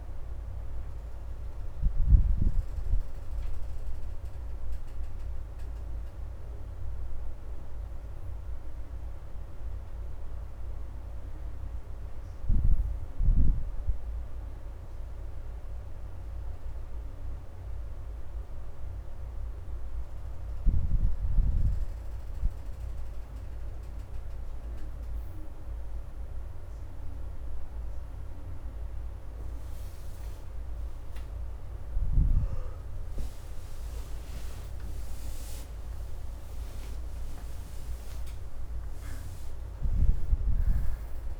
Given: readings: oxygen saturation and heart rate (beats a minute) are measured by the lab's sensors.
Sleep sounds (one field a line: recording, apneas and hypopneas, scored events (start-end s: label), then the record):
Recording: a person partly awake in a sleep study, hard to hear, by a room microphone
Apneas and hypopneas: none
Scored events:
1.00-28.00 s: oxygen desaturation (device-marked, oxygen 82% before, 65% lowest, heart rate 84 before, 75 extreme)
28.00-41.40 s: new sleep stage, awake
From the record:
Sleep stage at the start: N1 (lightest sleep)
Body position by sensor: on the back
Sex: female